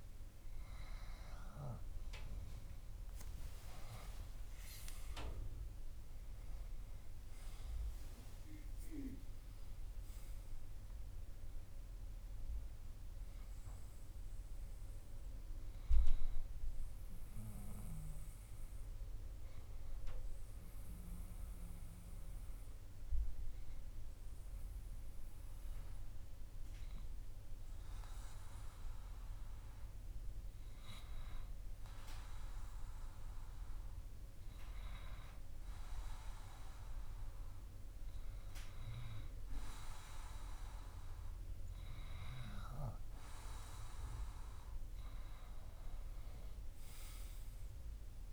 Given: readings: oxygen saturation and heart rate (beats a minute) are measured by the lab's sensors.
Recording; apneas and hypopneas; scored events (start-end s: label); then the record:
breathing in sleep by a room microphone; 1
3.00-8.00 s: arousal
19.50-39.00 s: hypopnea (oxygen 95% before, 95% lowest, heart rate 62 before, 58 extreme, up 0 after)
44.00-48.00 s: arousal
From the record:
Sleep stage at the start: N2 (light sleep); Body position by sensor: on the back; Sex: male